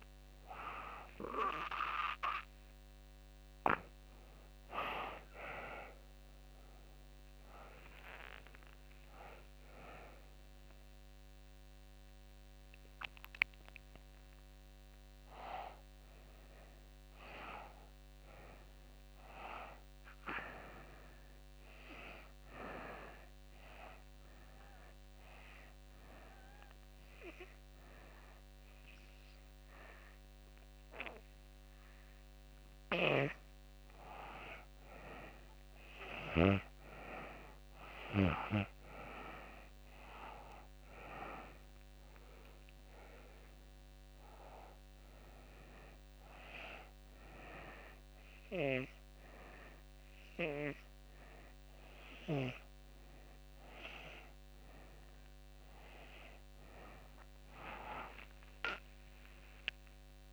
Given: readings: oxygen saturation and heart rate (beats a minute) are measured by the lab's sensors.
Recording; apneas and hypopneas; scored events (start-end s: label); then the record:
breathing in sleep by a microphone on the trachea; 2
1.50-7.00 s: arousal
22.00-33.00 s: hypopnea (oxygen 97% before, 92% lowest, heart rate 95 before, 85 extreme, up 3 after)
36.00-40.00 s: arousal
36.50-46.50 s: oxygen desaturation (device-marked, oxygen 97% before, 92% lowest, heart rate 91 before, 85 extreme)
45.50-56.00 s: hypopnea (oxygen 98% before, 94% lowest, heart rate 89 before, 85 extreme, up 7 after)
57.50-60.33 s: new sleep stage, awake
From the record:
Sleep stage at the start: N2 (light sleep); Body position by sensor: on the back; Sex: female